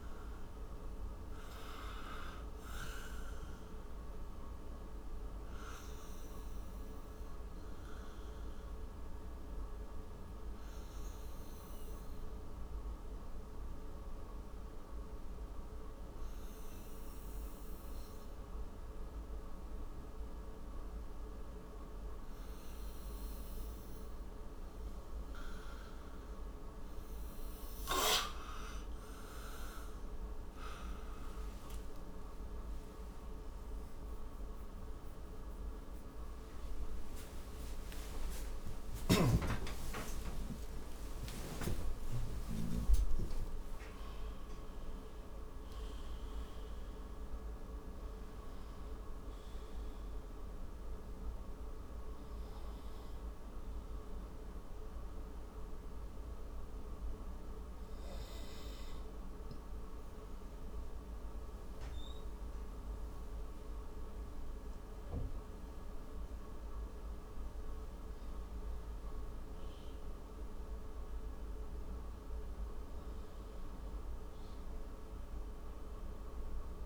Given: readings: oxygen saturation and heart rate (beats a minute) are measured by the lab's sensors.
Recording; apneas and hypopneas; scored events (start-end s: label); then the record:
a person partly awake in a sleep study, hard to hear, by a room microphone; 1
0.00-21.50 s: oxygen desaturation (device-marked, oxygen 87% lowest, heart rate 56 extreme)
5.00-26.50 s: obstructive apnea (oxygen 96% before, 87% lowest, heart rate 68 before, 56 extreme, up 28 after)
30.50-60.50 s: new sleep stage, awake
40.50-53.50 s: oxygen desaturation (device-marked, oxygen 96% before, 89% lowest)
60.50-76.85 s: new sleep stage, N1 (lightest sleep)
From the record:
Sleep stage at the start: N2 (light sleep); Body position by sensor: on the right side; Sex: male